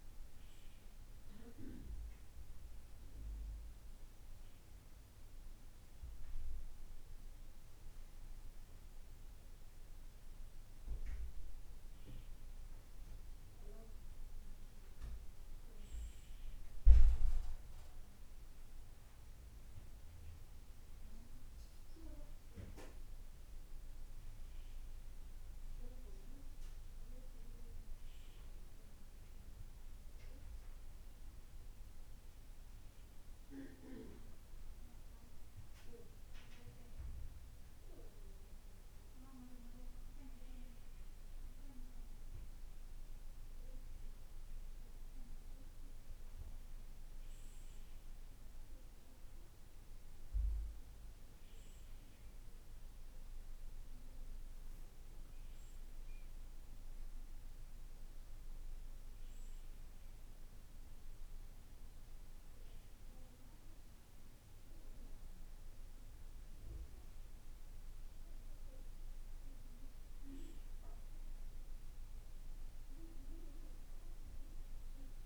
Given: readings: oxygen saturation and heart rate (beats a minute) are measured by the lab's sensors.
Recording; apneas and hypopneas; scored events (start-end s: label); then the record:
breathing in sleep by a room microphone; none
none scored
From the record:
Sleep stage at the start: N2 (light sleep); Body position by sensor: on the right side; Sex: male